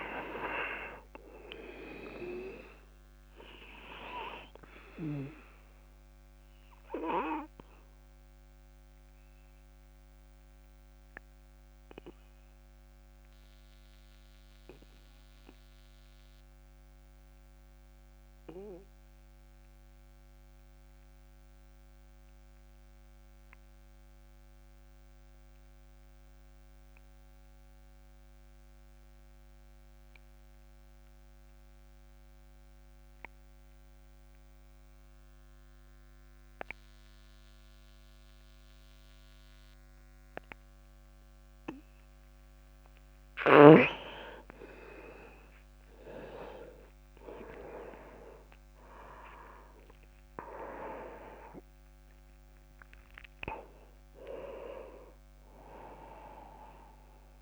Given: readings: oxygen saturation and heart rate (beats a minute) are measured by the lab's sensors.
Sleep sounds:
breathing in sleep by a microphone on the trachea; 1
0.00-20.50 s: oxygen desaturation (device-marked, oxygen 89% lowest, heart rate 27 extreme)
5.50-42.50 s: obstructive apnea (oxygen 100% before, 86% lowest, heart rate 46 before, 31 extreme)
39.50-57.42 s: oxygen desaturation (device-marked, oxygen 99% before, 86% lowest, heart rate 51 before, 31 extreme)
47.50-52.50 s: arousal
From the record:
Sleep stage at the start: N2 (light sleep); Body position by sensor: on the back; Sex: male

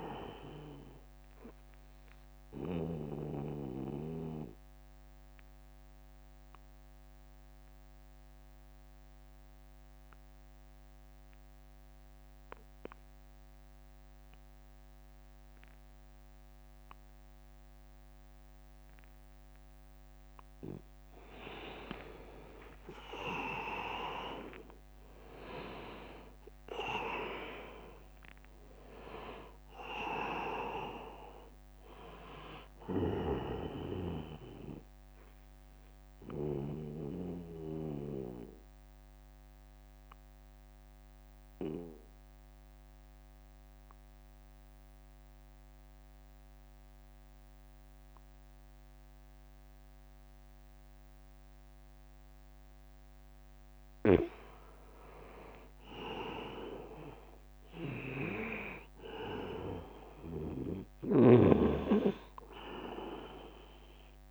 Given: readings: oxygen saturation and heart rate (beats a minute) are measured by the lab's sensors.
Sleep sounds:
breathing in sleep by a microphone on the trachea; 2
0.00-16.00 s: oxygen desaturation (device-marked, oxygen 92% lowest, heart rate 54 extreme)
1.50-20.50 s: mixed apnea (oxygen 99% before, 91% lowest, heart rate 71 before, 54 extreme, up 15 after)
2.00-4.00 s: long interval between heartbeats (device-marked, heart rate 70 before, 60 extreme)
13.00-15.00 s: long interval between heartbeats (device-marked, heart rate 70 before, 70 extreme)
22.50-27.50 s: arousal
23.00-25.00 s: long interval between heartbeats (device-marked, heart rate 71 before, 71 extreme)
24.00-35.00 s: drop in pulse transit time (device-marked, heart rate 72 before, 59 extreme)
26.00-49.00 s: oxygen desaturation (device-marked, oxygen 100% before, 92% lowest, heart rate 73 before, 54 extreme)
26.50-28.50 s: long interval between heartbeats (device-marked, heart rate 73 before, 72 extreme)
35.00-53.00 s: mixed apnea (oxygen 100% before, 88% lowest, heart rate 69 before, 54 extreme, up 18 after)
36.00-42.00 s: bradycardia (device-marked, heart rate 77 before, 54 extreme)
43.00-45.00 s: long interval between heartbeats (device-marked, heart rate 64 before, 57 extreme)
46.50-48.50 s: long interval between heartbeats (device-marked, heart rate 62 before, 73 extreme)
53.50-55.50 s: long interval between heartbeats (device-marked, heart rate 63 before, 72 extreme)
56.00-58.00 s: long interval between heartbeats (device-marked, heart rate 64 before, 66 extreme)
57.00-61.00 s: arousal
From the record:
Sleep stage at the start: N2 (light sleep); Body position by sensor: on the back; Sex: male

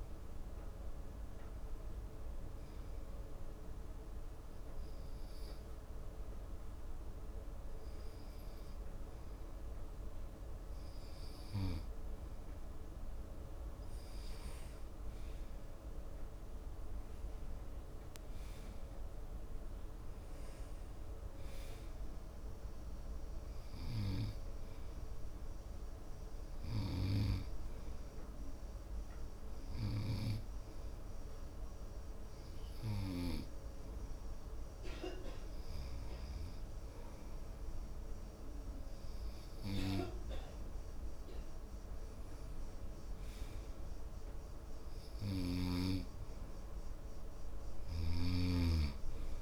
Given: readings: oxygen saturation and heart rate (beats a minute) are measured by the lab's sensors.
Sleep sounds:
breathing in sleep by a room microphone; 2
0.00-9.50 s: oxygen desaturation (device-marked, oxygen 92% lowest)
1.50-14.00 s: hypopnea (oxygen 96% before, 91% lowest)
12.00-14.00 s: long interval between heartbeats (device-marked)
17.00-21.50 s: arousal
24.00-26.00 s: long interval between heartbeats (device-marked)
26.50-28.50 s: long interval between heartbeats (device-marked)
30.00-42.50 s: hypopnea (oxygen 94% before, 90% lowest)
46.00-49.42 s: arousal
From the record:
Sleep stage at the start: N2 (light sleep); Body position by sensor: on the right side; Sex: male

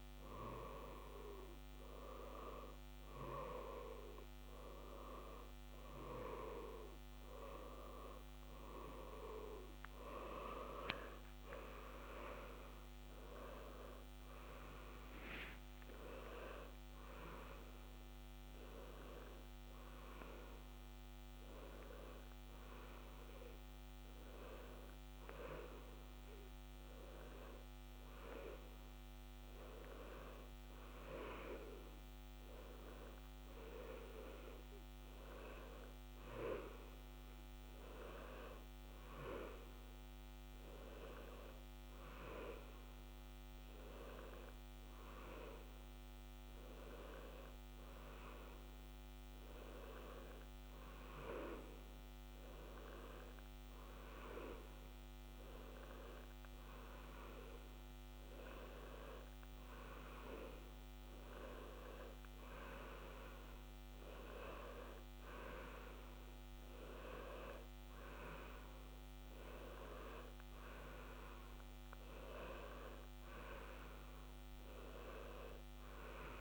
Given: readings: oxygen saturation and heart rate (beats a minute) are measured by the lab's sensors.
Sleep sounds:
breathing in sleep by a microphone on the trachea; none
14.00-19.50 s: arousal
From the record:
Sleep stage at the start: N1 (lightest sleep); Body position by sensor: on the left side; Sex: male

